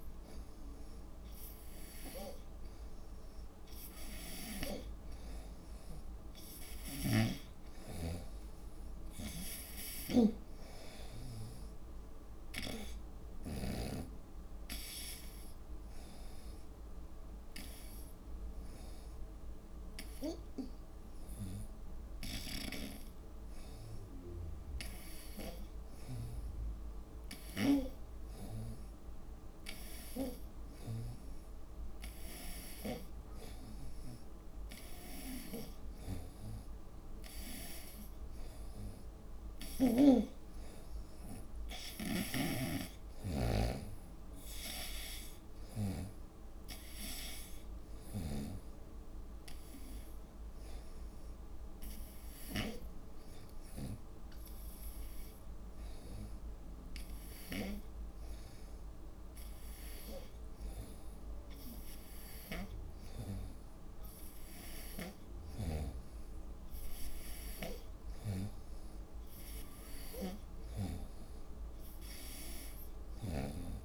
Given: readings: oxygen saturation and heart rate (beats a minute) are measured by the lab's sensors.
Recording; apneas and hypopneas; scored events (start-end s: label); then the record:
breathing in sleep by a room microphone; 1
0.00-5.00 s: oxygen desaturation (device-marked, oxygen 87% lowest, heart rate 72 extreme)
7.00-10.50 s: snoring (device-marked)
16.50-29.50 s: hypopnea (oxygen 92% before, 85% lowest, heart rate 77 before, 72 extreme, up 14 after)
22.50-30.50 s: snoring (device-marked)
30.50-32.50 s: long interval between heartbeats (device-marked, heart rate 76 before, 83 extreme)
32.00-35.50 s: arousal
32.50-40.00 s: snoring (device-marked)
35.00-47.00 s: oxygen desaturation (device-marked, oxygen 92% before, 85% lowest, heart rate 76 before, 74 extreme)
42.00-63.00 s: snoring (device-marked)
70.00-73.50 s: snoring (device-marked)
From the record:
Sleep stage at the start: N2 (light sleep); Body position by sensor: on the right side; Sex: female